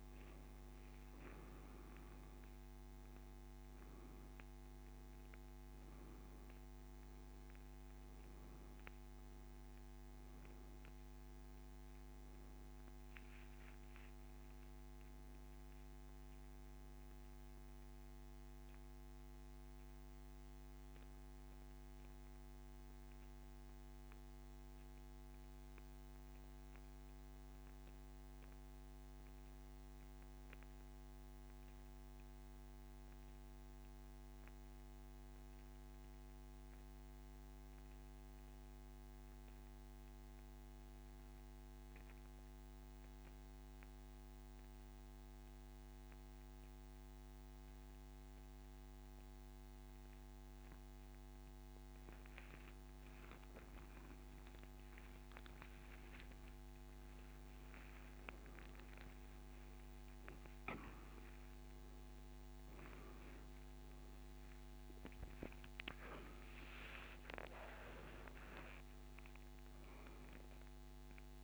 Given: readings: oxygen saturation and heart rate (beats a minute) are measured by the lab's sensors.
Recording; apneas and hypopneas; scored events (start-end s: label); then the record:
breathing in sleep, hard to hear, by a microphone on the trachea; 1
3.50-14.50 s: oxygen desaturation (device-marked, oxygen 97% before, 93% lowest, heart rate 60 before, 40 extreme)
17.00-51.00 s: central apnea (oxygen 97% before, 87% lowest)
23.50-48.50 s: oxygen desaturation (device-marked, oxygen 94% before, 88% lowest)
52.50-57.00 s: arousal
From the record:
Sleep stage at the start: N2 (light sleep); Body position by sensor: on the back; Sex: male